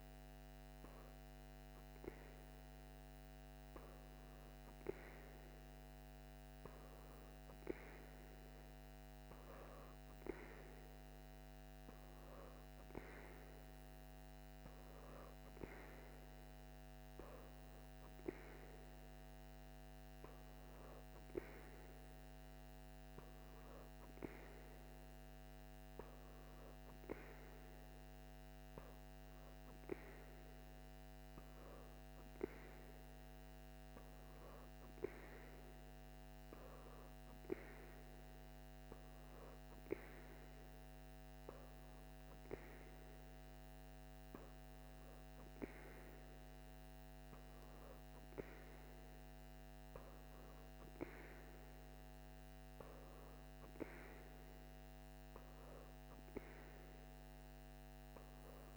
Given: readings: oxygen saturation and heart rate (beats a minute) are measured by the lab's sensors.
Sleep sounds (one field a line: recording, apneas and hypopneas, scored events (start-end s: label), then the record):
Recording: breathing in sleep by a microphone on the trachea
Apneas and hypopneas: none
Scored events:
none scored
From the record:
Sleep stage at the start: N3 (deep sleep)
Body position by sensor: on the back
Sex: female